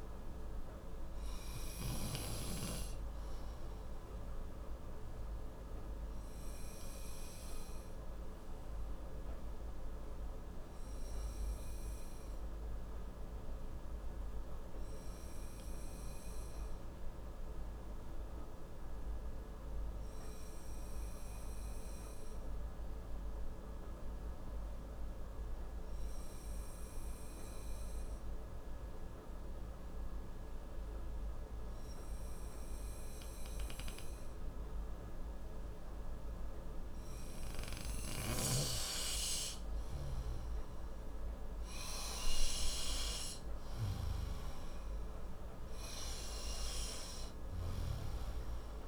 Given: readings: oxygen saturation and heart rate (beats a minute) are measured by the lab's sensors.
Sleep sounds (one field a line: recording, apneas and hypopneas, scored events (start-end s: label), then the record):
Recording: breathing in sleep by a room microphone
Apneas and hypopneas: 1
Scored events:
0.00-20.50 s: oxygen desaturation (device-marked, oxygen 89% lowest, heart rate 57 extreme)
6.00-38.00 s: obstructive apnea (oxygen 97% before, 89% lowest, heart rate 69 before, 57 extreme, up 8 after)
34.50-48.87 s: oxygen desaturation (device-marked, oxygen 97% before, 90% lowest, heart rate 59 before, 58 extreme)
40.50-45.50 s: arousal
From the record:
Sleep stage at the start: N2 (light sleep)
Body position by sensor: on the right side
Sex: male